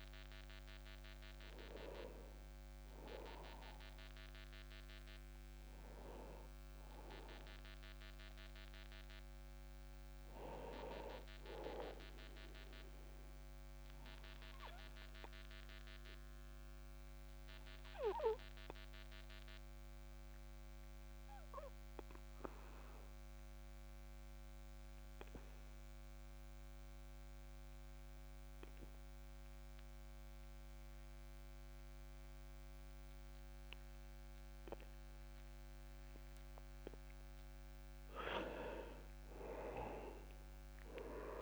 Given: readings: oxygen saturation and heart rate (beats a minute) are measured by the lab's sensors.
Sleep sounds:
breathing in sleep by a microphone on the trachea; 1
0.00-13.50 s: oxygen desaturation (device-marked, oxygen 83% lowest)
6.00-10.00 s: arousal
13.50-37.00 s: obstructive apnea (oxygen 95% before, 92% lowest, heart rate 50 before, 27 extreme, up 9 after)
39.00-41.42 s: arousal
From the record:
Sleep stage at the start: N2 (light sleep); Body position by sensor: on the back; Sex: male

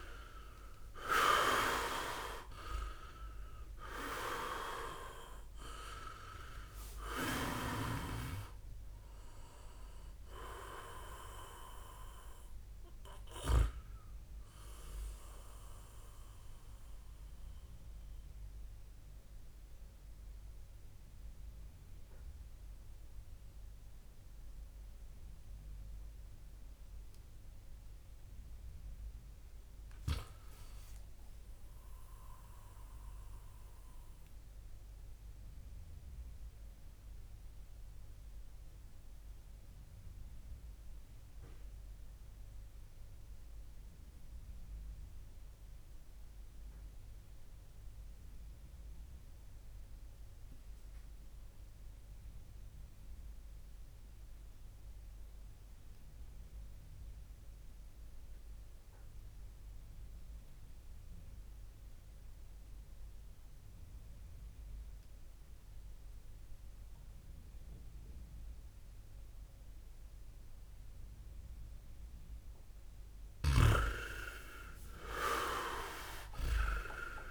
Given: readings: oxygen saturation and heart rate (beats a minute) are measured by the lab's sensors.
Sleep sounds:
breathing in sleep by a room microphone; 1
0.00-1.50 s: arousal
0.00-25.50 s: oxygen desaturation (device-marked, oxygen 85% lowest, heart rate 66 extreme)
27.50-31.00 s: arousal
33.50-69.50 s: obstructive apnea (oxygen 100% before, 92% lowest, heart rate 79 before, 65 extreme, up 9 after)
57.50-77.31 s: oxygen desaturation (device-marked, oxygen 99% before, 92% lowest, heart rate 70 before, 65 extreme)
73.50-77.31 s: arousal
From the record:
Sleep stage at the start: REM sleep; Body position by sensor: on the back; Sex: male

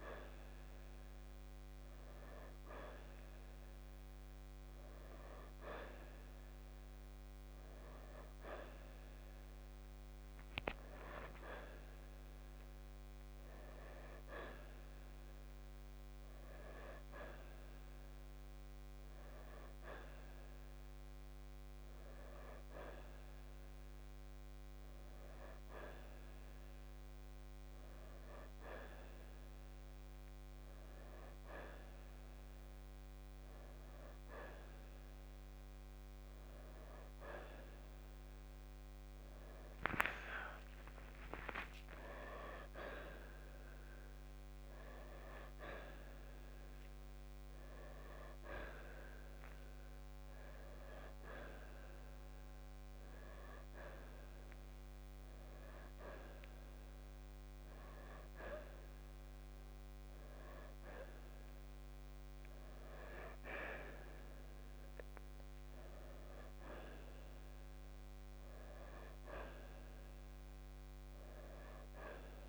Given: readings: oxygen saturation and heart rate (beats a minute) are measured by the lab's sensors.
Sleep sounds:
a person awake in a sleep study, by a microphone on the trachea; none
58.00-72.49 s: new sleep stage, N1 (lightest sleep)
From the record:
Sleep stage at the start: awake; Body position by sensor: on the right side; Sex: male

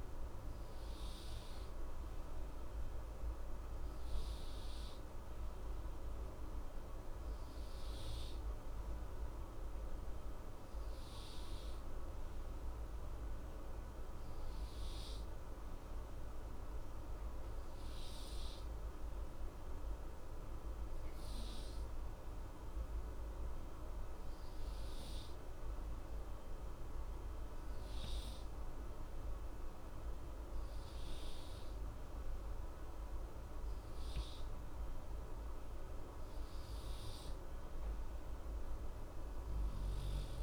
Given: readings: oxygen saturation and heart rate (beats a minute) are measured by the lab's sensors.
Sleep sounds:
breathing in sleep, hard to hear, by a room microphone; 1
11.50-27.50 s: hypopnea (oxygen 94% before, 93% lowest, heart rate 60 before, 60 extreme, up 0 after)
29.00-33.00 s: arousal
From the record:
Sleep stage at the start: N2 (light sleep); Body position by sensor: on the right side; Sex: male

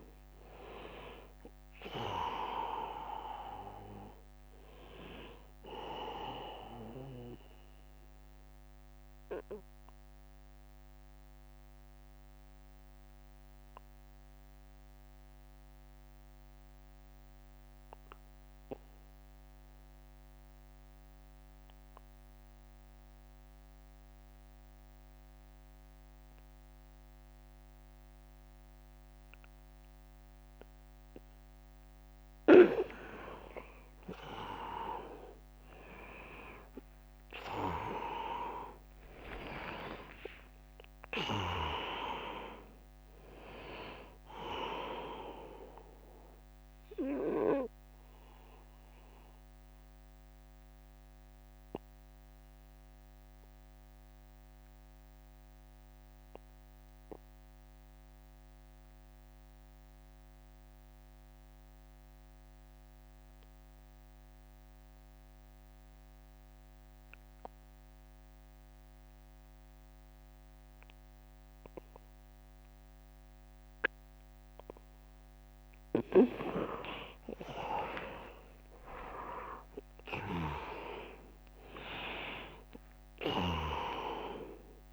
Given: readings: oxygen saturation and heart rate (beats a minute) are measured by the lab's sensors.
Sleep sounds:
breathing in sleep by a microphone on the trachea; 2
0.00-9.00 s: drop in pulse transit time (device-marked, heart rate 70 extreme)
0.00-17.00 s: oxygen desaturation (device-marked, oxygen 82% lowest, heart rate 59 extreme)
7.50-31.50 s: mixed apnea (oxygen 100% before, 82% lowest, heart rate 90 before, 59 extreme, up 18 after)
9.50-11.50 s: long interval between heartbeats (device-marked, heart rate 90 before, 67 extreme)
14.50-16.50 s: long interval between heartbeats (device-marked, heart rate 87 before, 70 extreme)
25.00-27.00 s: long interval between heartbeats (device-marked, heart rate 69 before, 70 extreme)
25.00-28.00 s: drop in pulse transit time (device-marked, heart rate 69 before, 69 extreme)
35.00-37.00 s: long interval between heartbeats (device-marked, heart rate 70 before, 76 extreme)
35.00-61.00 s: oxygen desaturation (device-marked, oxygen 100% before, 84% lowest, heart rate 70 before, 54 extreme)
38.00-42.00 s: arousal
38.00-48.00 s: drop in pulse transit time (device-marked, heart rate 72 before, 59 extreme)
45.00-47.00 s: long interval between heartbeats (device-marked, heart rate 73 before, 64 extreme)
46.50-75.00 s: mixed apnea (oxygen 100% before, 79% lowest, heart rate 73 before, 53 extreme, up 24 after)
52.50-54.50 s: long interval between heartbeats (device-marked, heart rate 71 before, 69 extreme)
54.50-56.50 s: long interval between heartbeats (device-marked, heart rate 70 before, 66 extreme)
65.50-67.50 s: long interval between heartbeats (device-marked, heart rate 70 before, 75 extreme)
66.00-72.00 s: bradycardia (device-marked, heart rate 78 before, 54 extreme)
67.50-69.50 s: long interval between heartbeats (device-marked, heart rate 71 before, 64 extreme)
76.00-84.92 s: oxygen desaturation (device-marked, oxygen 100% before, 79% lowest, heart rate 69 before, 53 extreme)
77.00-81.00 s: arousal
78.00-84.92 s: drop in pulse transit time (device-marked, heart rate 69 before, 67 extreme)
79.00-81.00 s: long interval between heartbeats (device-marked, heart rate 69 before, 74 extreme)
From the record:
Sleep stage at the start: N2 (light sleep); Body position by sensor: on the back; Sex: male

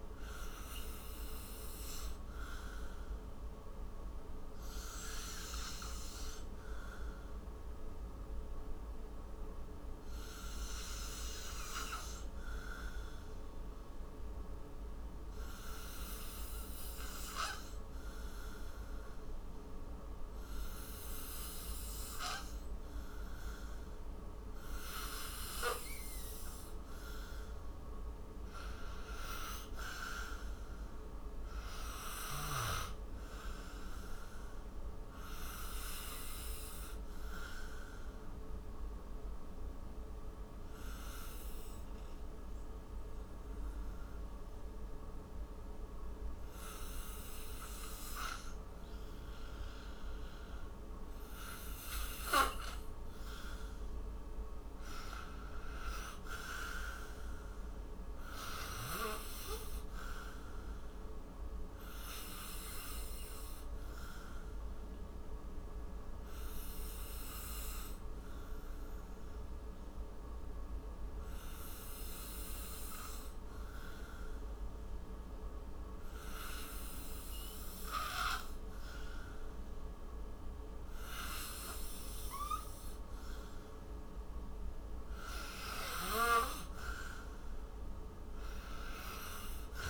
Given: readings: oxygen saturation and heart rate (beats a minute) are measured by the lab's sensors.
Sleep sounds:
breathing in sleep by a room microphone; 3
2.50-26.50 s: obstructive apnea (oxygen 97% before, 89% lowest, heart rate 59 before, 57 extreme, up 16 after)
8.50-19.50 s: oxygen desaturation (device-marked, oxygen 97% before, 92% lowest, heart rate 60 before, 59 extreme)
25.50-50.50 s: oxygen desaturation (device-marked, oxygen 95% before, 89% lowest, heart rate 61 before, 58 extreme)
28.00-31.00 s: arousal
36.00-53.00 s: obstructive apnea (oxygen 96% before, 89% lowest, heart rate 68 before, 58 extreme, up 11 after)
55.50-58.00 s: arousal
57.50-79.50 s: oxygen desaturation (device-marked, oxygen 96% before, 91% lowest, heart rate 63 before, 56 extreme)
61.50-85.00 s: obstructive apnea (oxygen 96% before, 90% lowest, heart rate 65 before, 56 extreme, up 16 after)
86.50-89.00 s: arousal
88.50-89.90 s: oxygen desaturation (device-marked, oxygen 96% before, 90% lowest, heart rate 62 before, 56 extreme)
From the record:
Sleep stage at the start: N2 (light sleep); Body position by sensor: on the right side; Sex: male

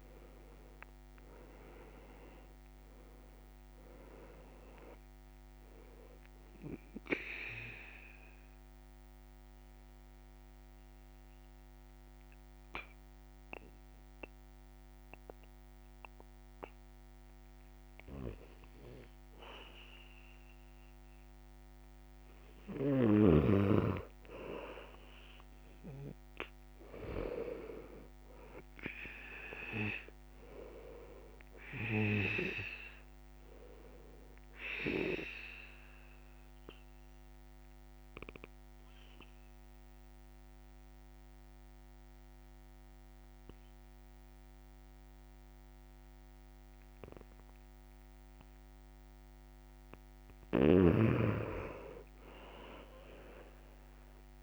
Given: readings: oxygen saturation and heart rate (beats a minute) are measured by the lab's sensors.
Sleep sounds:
breathing in sleep by a microphone on the trachea; 2
2.00-26.00 s: oxygen desaturation (device-marked, oxygen 98% before, 88% lowest, heart rate 69 before, 67 extreme)
6.00-22.00 s: mixed apnea (oxygen 98% before, 88% lowest, heart rate 70 before, 67 extreme, up 3 after)
26.50-30.50 s: arousal
34.50-49.00 s: obstructive apnea (oxygen 98% before, 88% lowest, heart rate 69 before, 65 extreme, up 0 after)
37.00-50.00 s: oxygen desaturation (device-marked, oxygen 98% before, 92% lowest, heart rate 70 before, 65 extreme)
52.50-54.43 s: arousal
From the record:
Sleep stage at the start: N2 (light sleep); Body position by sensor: on the back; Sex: male

